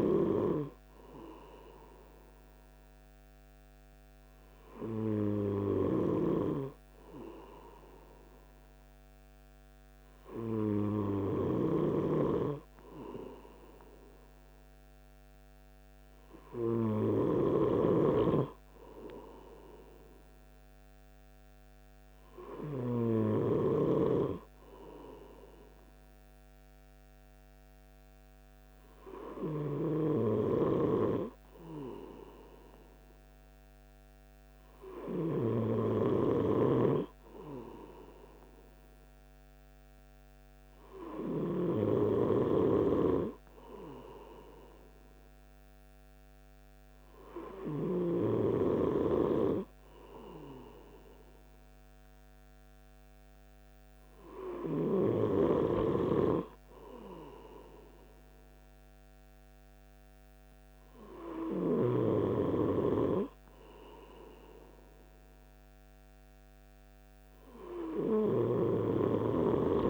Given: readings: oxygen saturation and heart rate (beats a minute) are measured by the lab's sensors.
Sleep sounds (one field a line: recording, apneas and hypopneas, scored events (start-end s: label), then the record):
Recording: breathing in sleep by a microphone on the trachea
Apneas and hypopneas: none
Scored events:
none scored
From the record:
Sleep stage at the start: N2 (light sleep)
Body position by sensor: on the right side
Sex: male